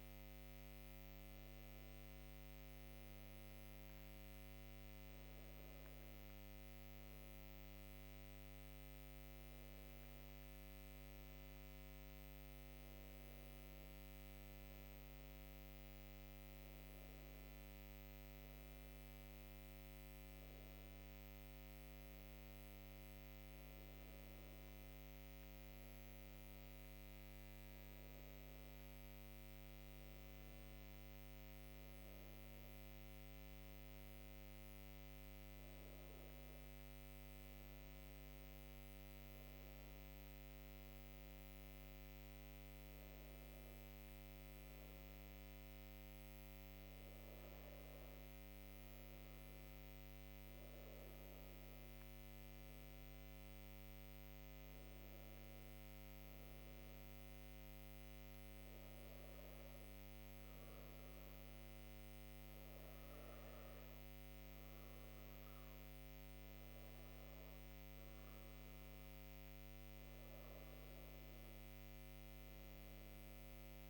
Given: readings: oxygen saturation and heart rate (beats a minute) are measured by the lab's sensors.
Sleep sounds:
breathing in sleep, hard to hear, by a microphone on the trachea; none
36.50-73.90 s: new sleep stage, N2 (light sleep)
From the record:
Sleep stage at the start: N1 (lightest sleep); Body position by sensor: on the right side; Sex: female

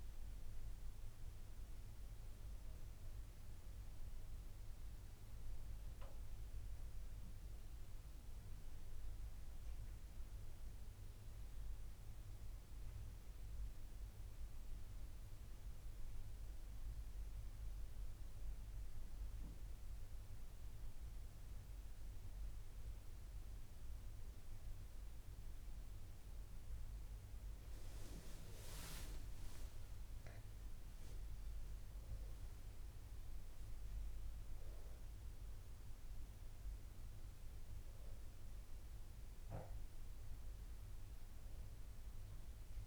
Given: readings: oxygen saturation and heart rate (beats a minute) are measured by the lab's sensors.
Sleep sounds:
breathing in sleep, hard to hear, by a room microphone; none
none scored
From the record:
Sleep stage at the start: N2 (light sleep); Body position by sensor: on the back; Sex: female

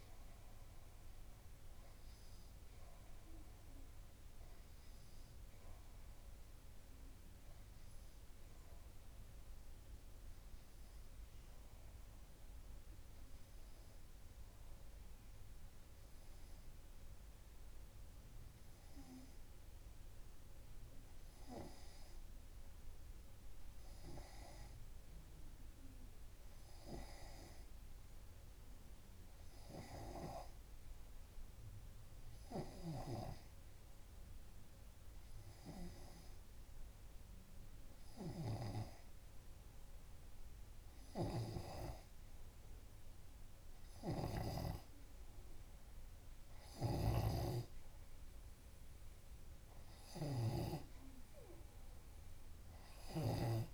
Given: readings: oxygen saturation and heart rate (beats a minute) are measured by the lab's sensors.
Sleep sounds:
breathing in sleep by a room microphone; 1
0.00-27.50 s: tachycardia (device-marked, heart rate 156 extreme)
4.50-6.50 s: long interval between heartbeats (device-marked, heart rate 107 before, 128 extreme)
5.50-44.50 s: obstructive apnea (oxygen 93% before, 91% lowest)
6.50-8.50 s: long interval between heartbeats (device-marked, heart rate 111 before, 134 extreme)
9.00-11.00 s: long interval between heartbeats (device-marked, heart rate 116 before, 147 extreme)
13.00-15.00 s: long interval between heartbeats (device-marked, heart rate 129 before, 153 extreme)
19.00-21.00 s: long interval between heartbeats (device-marked, heart rate 139 before, 153 extreme)
26.00-28.00 s: long interval between heartbeats (device-marked, heart rate 147 before, 114 extreme)
28.50-30.50 s: tachycardia (device-marked, heart rate 93 before, 113 extreme)
29.50-31.50 s: long interval between heartbeats (device-marked, heart rate 144 before, 97 extreme)
32.00-34.00 s: long interval between heartbeats (device-marked, heart rate 139 before, 108 extreme)
32.50-34.50 s: oxygen desaturation (device-marked, oxygen 98% before, 96% lowest)
38.50-40.50 s: long interval between heartbeats (device-marked, heart rate 114 before, 36 extreme)
45.00-47.00 s: long interval between heartbeats (device-marked, heart rate 80 before, 36 extreme)
49.00-51.00 s: long interval between heartbeats (device-marked, heart rate 62 before, 40 extreme)
50.00-52.50 s: arousal
From the record:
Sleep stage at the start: N2 (light sleep); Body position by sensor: on the left side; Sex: male

